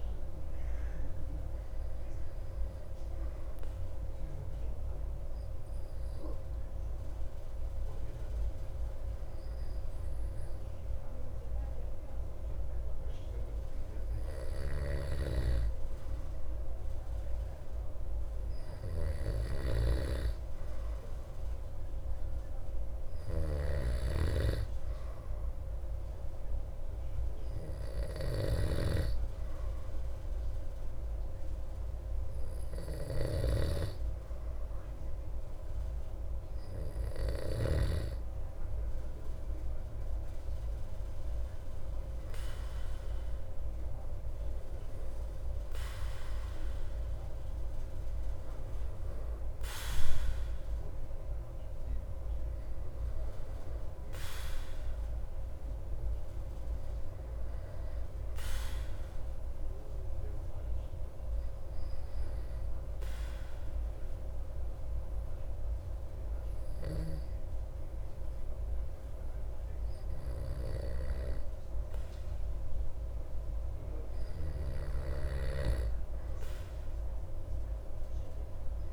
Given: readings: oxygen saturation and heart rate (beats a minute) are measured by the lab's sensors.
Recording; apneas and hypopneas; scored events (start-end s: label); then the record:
breathing in sleep by a room microphone; 2
2.50-15.00 s: obstructive apnea (oxygen 98% before, 94% lowest)
14.50-38.00 s: snoring (device-marked)
20.50-25.00 s: arousal
60.50-74.00 s: obstructive apnea (oxygen 96% before, 95% lowest)
From the record:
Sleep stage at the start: N2 (light sleep); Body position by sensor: on the back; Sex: male